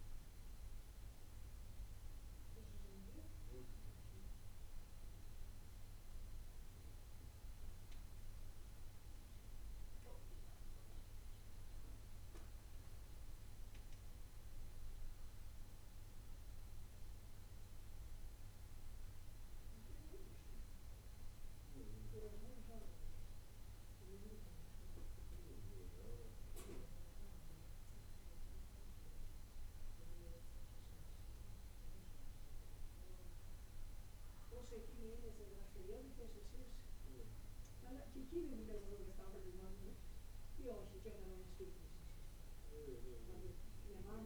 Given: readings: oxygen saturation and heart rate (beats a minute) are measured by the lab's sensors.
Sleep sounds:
breathing in sleep by a room microphone; none
none scored
From the record:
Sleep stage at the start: N1 (lightest sleep); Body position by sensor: on the back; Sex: male

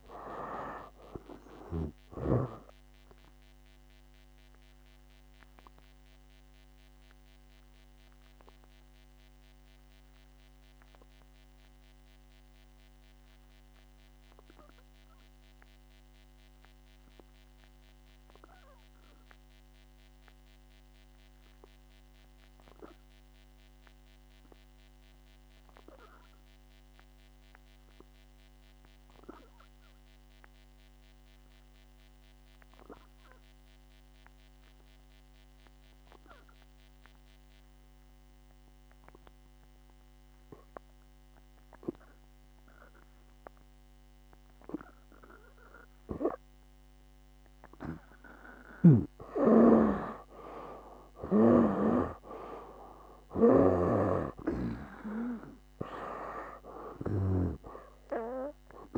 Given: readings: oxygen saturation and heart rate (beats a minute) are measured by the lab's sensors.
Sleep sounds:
breathing in sleep by a microphone on the trachea; 1
0.00-10.50 s: oxygen desaturation (device-marked, oxygen 88% lowest, heart rate 62 extreme)
5.50-49.00 s: obstructive apnea (oxygen 96% before, 77% lowest, heart rate 70 before, 62 extreme, up 10 after)
12.50-29.50 s: oxygen desaturation (device-marked, oxygen 90% before, 77% lowest, heart rate 74 before, 62 extreme)
44.50-58.97 s: oxygen desaturation (device-marked, oxygen 98% before, 79% lowest, heart rate 64 before, 58 extreme)
49.00-54.50 s: snoring (device-marked)
50.50-53.00 s: arousal
From the record:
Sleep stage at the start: N2 (light sleep); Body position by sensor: on the back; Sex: male

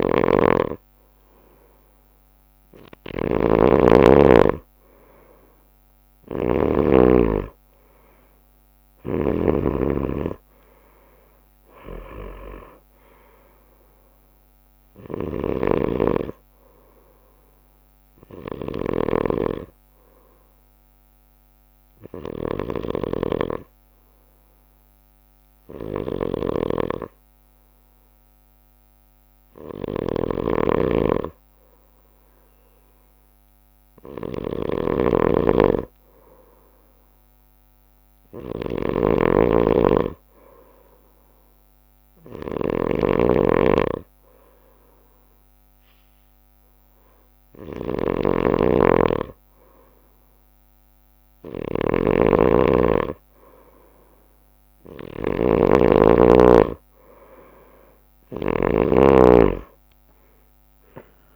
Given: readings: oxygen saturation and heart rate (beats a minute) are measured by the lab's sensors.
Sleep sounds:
breathing in sleep by a microphone on the trachea; 1
0.00-6.50 s: bradycardia (device-marked, heart rate 54 extreme)
0.00-7.00 s: snoring (device-marked)
0.50-9.50 s: drop in pulse transit time (device-marked, heart rate 63 before, 54 extreme)
9.00-59.00 s: snoring (device-marked)
13.50-24.50 s: bradycardia (device-marked, heart rate 57 before, 51 extreme)
19.00-30.50 s: hypopnea (oxygen 98% before, 94% lowest, heart rate 59 before, 54 extreme, up 25 after)
27.50-29.50 s: long interval between heartbeats (device-marked, heart rate 58 before, 64 extreme)
33.00-37.00 s: arousal
34.00-36.00 s: long interval between heartbeats (device-marked, heart rate 61 before, 77 extreme)
36.50-40.50 s: bradycardia (device-marked, heart rate 57 before, 59 extreme)
43.50-57.50 s: bradycardia (device-marked, heart rate 58 before, 55 extreme)
45.50-51.50 s: drop in pulse transit time (device-marked, heart rate 66 before, 55 extreme)
From the record:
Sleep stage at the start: N2 (light sleep); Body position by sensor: on the right side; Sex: male

